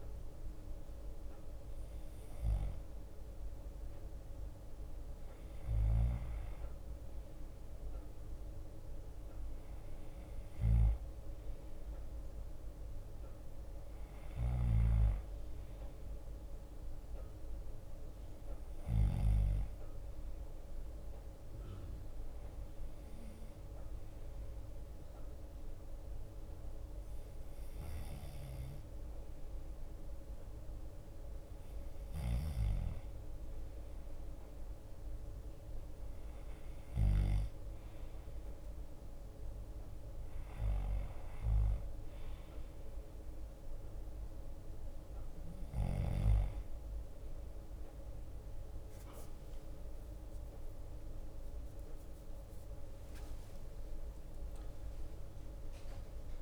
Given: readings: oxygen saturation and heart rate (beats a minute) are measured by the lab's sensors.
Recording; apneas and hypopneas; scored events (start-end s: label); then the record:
breathing in sleep by a room microphone; 1
0.00-56.41 s: bradycardia (device-marked)
5.50-7.50 s: long interval between heartbeats (device-marked)
22.00-33.50 s: hypopnea (oxygen 91% before, 89% lowest)
23.00-24.00 s: drop in pulse transit time (device-marked)
31.00-33.00 s: long interval between heartbeats (device-marked)
35.50-39.00 s: arousal
36.00-56.41 s: drop in pulse transit time (device-marked)
39.50-41.50 s: long interval between heartbeats (device-marked)
47.00-49.00 s: long interval between heartbeats (device-marked)
52.00-55.50 s: arousal
54.50-56.41 s: long interval between heartbeats (device-marked)
From the record:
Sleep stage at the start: N2 (light sleep); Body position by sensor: on the back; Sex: male